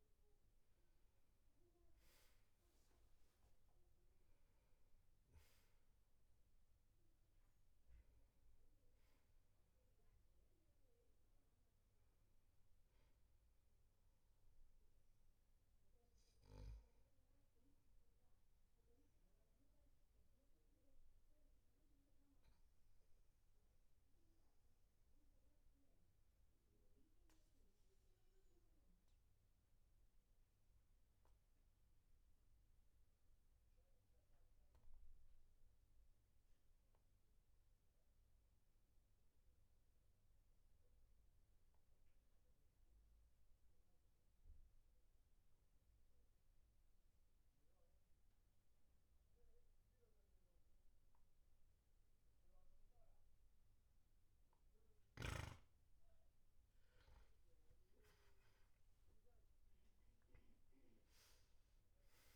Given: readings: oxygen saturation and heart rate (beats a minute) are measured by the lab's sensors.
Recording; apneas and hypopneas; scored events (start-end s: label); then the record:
breathing in sleep, hard to hear, by a room microphone; 1
11.00-22.00 s: oxygen desaturation (device-marked, oxygen 99% before, 95% lowest, heart rate 49 before, 43 extreme)
19.00-54.50 s: obstructive apnea (oxygen 99% before, 91% lowest, heart rate 50 before, 43 extreme, up 7 after)
56.50-61.50 s: arousal
57.00-62.36 s: oxygen desaturation (device-marked, oxygen 98% before, 91% lowest, heart rate 47 before, 46 extreme)
From the record:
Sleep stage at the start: N2 (light sleep); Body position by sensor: on the back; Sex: male